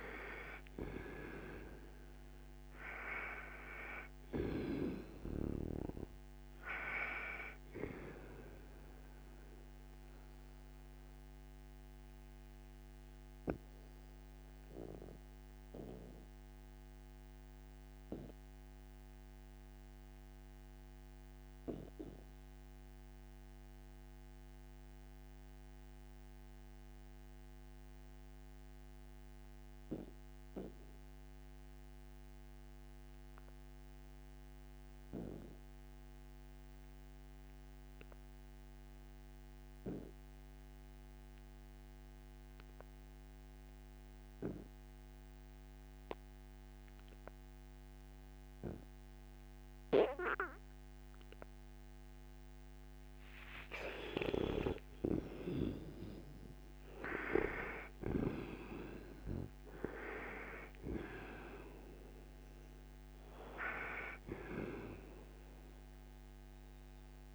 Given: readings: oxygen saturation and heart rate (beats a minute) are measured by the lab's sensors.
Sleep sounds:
breathing in sleep by a microphone on the trachea; 1
0.00-1.00 s: arousal
0.00-31.00 s: oxygen desaturation (device-marked, oxygen 79% lowest, heart rate 59 extreme)
10.00-53.00 s: mixed apnea (oxygen 98% before, 77% lowest, heart rate 65 before, 59 extreme, up 9 after)
47.00-67.35 s: oxygen desaturation (device-marked, oxygen 98% before, 77% lowest, heart rate 61 before, 58 extreme)
54.00-58.50 s: arousal
From the record:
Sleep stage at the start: N2 (light sleep); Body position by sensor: on the right side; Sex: male

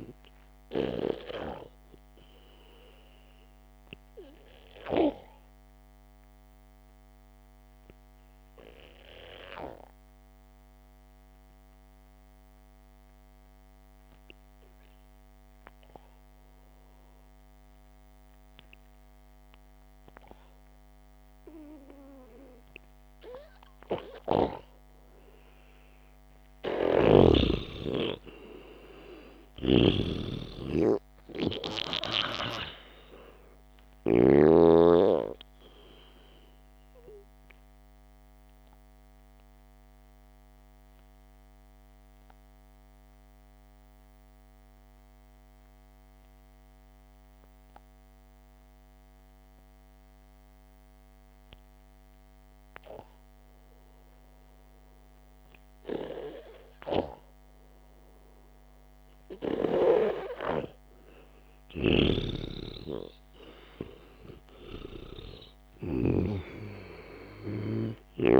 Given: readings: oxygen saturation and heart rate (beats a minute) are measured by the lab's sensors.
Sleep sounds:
breathing in sleep by a microphone on the trachea; 2
0.00-5.50 s: oxygen desaturation (device-marked, oxygen 91% lowest, heart rate 54 extreme)
4.50-22.50 s: obstructive apnea (oxygen 96% before, 89% lowest, heart rate 60 before, 54 extreme, up 1 after)
17.50-25.50 s: oxygen desaturation (device-marked, oxygen 95% before, 89% lowest, heart rate 60 before, 54 extreme)
28.00-32.00 s: arousal
30.00-35.00 s: snoring (device-marked)
34.50-44.50 s: oxygen desaturation (device-marked, oxygen 97% before, 93% lowest, heart rate 63 before, 54 extreme)
39.00-62.00 s: obstructive apnea (oxygen 97% before, 90% lowest, heart rate 62 before, 54 extreme, up 7 after)
52.50-61.50 s: oxygen desaturation (device-marked, oxygen 95% before, 91% lowest, heart rate 63 before, 54 extreme)
62.00-67.00 s: snoring (device-marked)
63.00-66.00 s: arousal
From the record:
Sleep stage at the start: N2 (light sleep); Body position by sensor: on the back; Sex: male

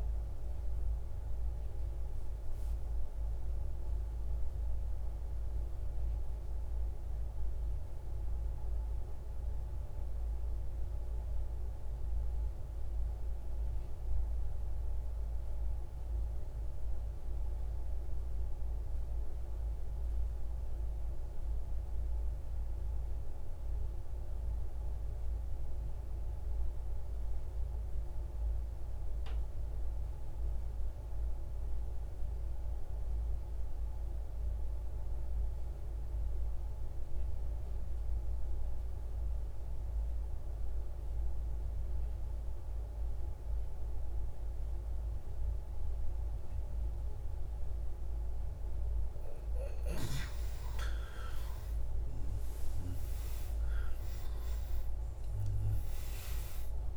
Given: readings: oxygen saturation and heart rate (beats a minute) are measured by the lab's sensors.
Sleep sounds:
breathing in sleep, hard to hear, by a room microphone; 1
0.00-12.00 s: oxygen desaturation (device-marked, oxygen 91% lowest, heart rate 27 extreme)
2.50-48.00 s: mixed apnea (oxygen 98% before, 85% lowest)
31.00-56.97 s: oxygen desaturation (device-marked, oxygen 98% before, 85% lowest)
55.00-56.97 s: new sleep stage, awake
From the record:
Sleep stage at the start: N2 (light sleep); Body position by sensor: on the right side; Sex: male

